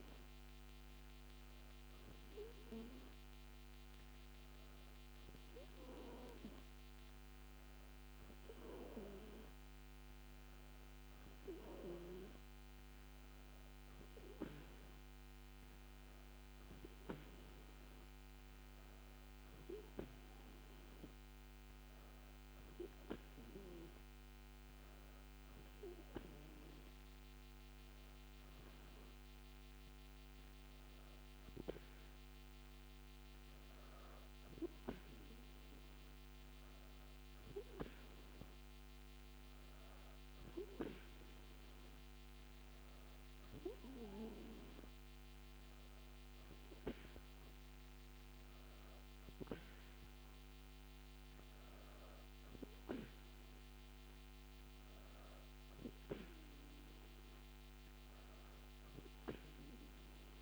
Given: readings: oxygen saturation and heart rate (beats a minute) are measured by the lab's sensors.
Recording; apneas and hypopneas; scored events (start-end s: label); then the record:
breathing in sleep by a microphone on the trachea; none
none scored
From the record:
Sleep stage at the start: N2 (light sleep); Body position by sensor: on the back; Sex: female